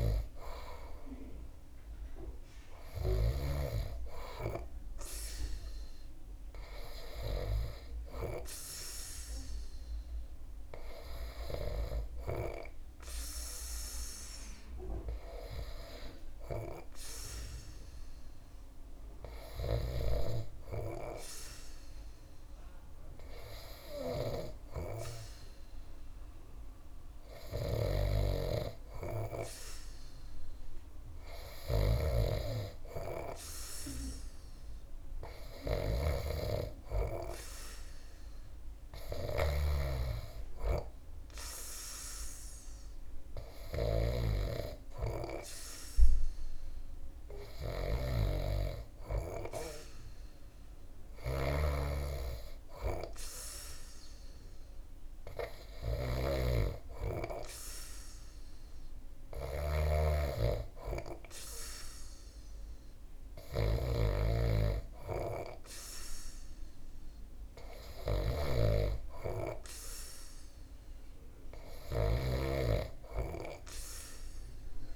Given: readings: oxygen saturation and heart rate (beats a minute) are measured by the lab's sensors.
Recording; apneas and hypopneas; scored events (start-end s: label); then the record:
breathing in sleep by a room microphone; none
0.00-3.00 s: snoring (device-marked)
27.00-74.96 s: snoring (device-marked)
From the record:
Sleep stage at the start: N2 (light sleep); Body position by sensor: on the back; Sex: male